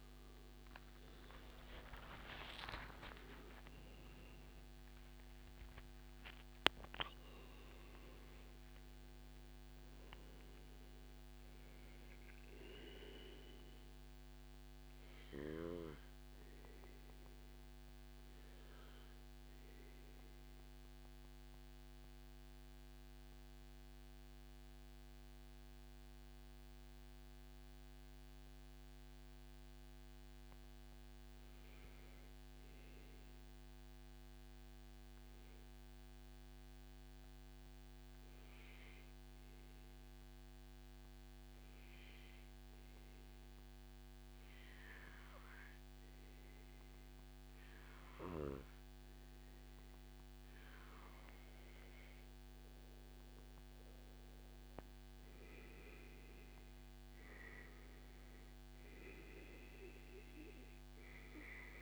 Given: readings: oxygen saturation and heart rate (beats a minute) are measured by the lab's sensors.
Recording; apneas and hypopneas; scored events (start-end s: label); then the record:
breathing in sleep by a microphone on the trachea; 1
0.00-7.00 s: oxygen desaturation (device-marked, oxygen 99% before, 93% lowest, heart rate 143 before, 88 extreme)
6.00-10.00 s: arousal
16.00-53.00 s: obstructive apnea (oxygen 98% before, 92% lowest, heart rate 138 before, 88 extreme, up 1 after)
55.00-58.00 s: arousal
From the record:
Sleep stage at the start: N2 (light sleep); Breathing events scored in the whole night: 247 in 4.9 hours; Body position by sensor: on the back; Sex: male